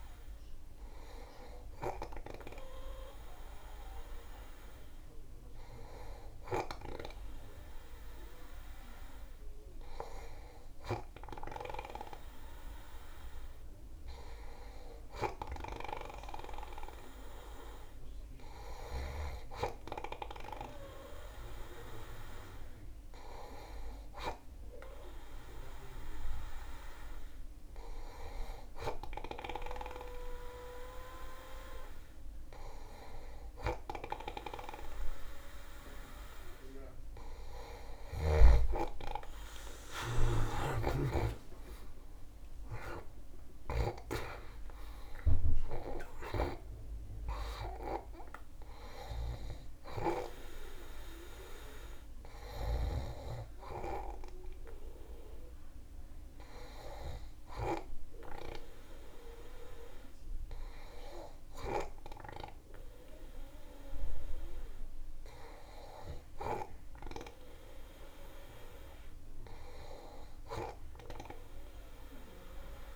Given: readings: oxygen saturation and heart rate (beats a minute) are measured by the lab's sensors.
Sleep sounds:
breathing in sleep by a room microphone; none
40.00-45.50 s: arousal
From the record:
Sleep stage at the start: N2 (light sleep); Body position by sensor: on the back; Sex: male

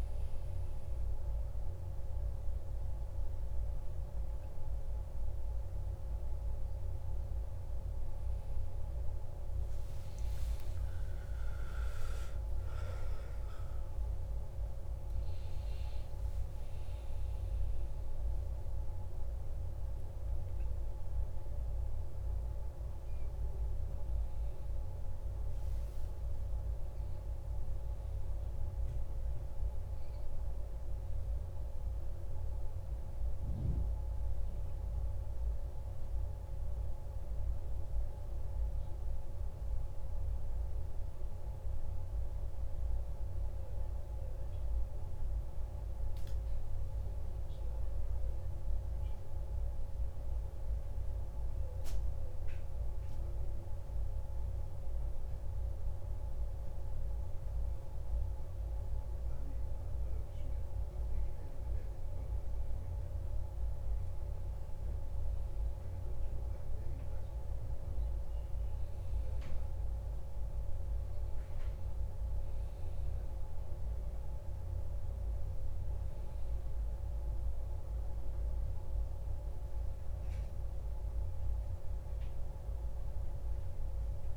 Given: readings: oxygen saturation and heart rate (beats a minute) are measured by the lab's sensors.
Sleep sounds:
a person partly awake in a sleep study, hard to hear, by a room microphone; 1
0.00-12.50 s: oxygen desaturation (device-marked, oxygen 95% lowest, heart rate 51 extreme)
14.50-84.37 s: new sleep stage, N1 (lightest sleep)
44.00-56.50 s: hypopnea (oxygen 99% before, 95% lowest, heart rate 53 before, 51 extreme, up 4 after)
58.50-63.50 s: arousal
60.50-84.37 s: oxygen desaturation (device-marked, oxygen 99% before, 95% lowest, heart rate 52 before, 48 extreme)
From the record:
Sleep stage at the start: awake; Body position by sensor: on the back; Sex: male

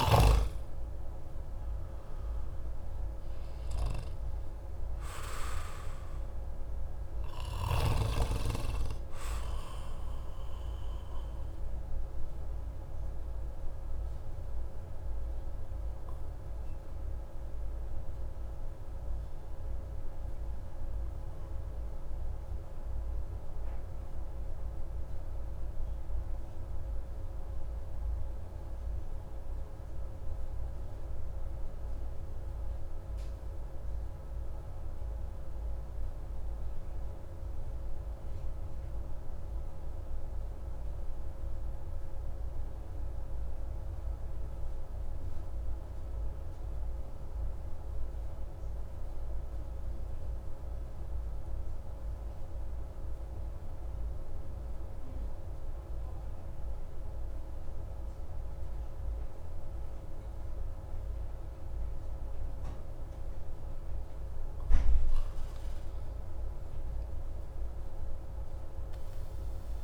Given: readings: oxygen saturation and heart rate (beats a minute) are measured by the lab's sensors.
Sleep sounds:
breathing in sleep, hard to hear, by a room microphone; 1
0.00-31.00 s: oxygen desaturation (device-marked, oxygen 89% lowest)
11.00-64.50 s: obstructive apnea (oxygen 96% before, 89% lowest)
66.50-69.84 s: arousal
From the record:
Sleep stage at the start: N2 (light sleep); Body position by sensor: on the back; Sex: male

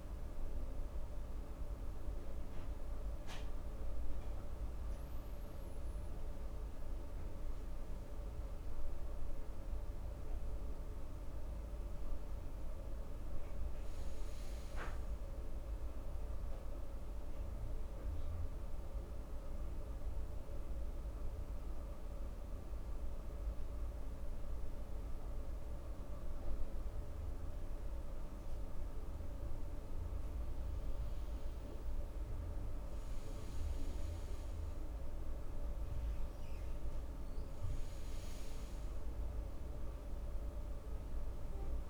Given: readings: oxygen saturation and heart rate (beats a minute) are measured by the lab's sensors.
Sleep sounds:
breathing in sleep, hard to hear, by a room microphone; 1
4.00-8.50 s: arousal
16.00-29.50 s: mixed apnea (oxygen 98% before, 93% lowest, heart rate 66 before, 66 extreme, up 2 after)
32.00-36.00 s: arousal
From the record:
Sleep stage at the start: N2 (light sleep); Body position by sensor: on the front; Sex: male

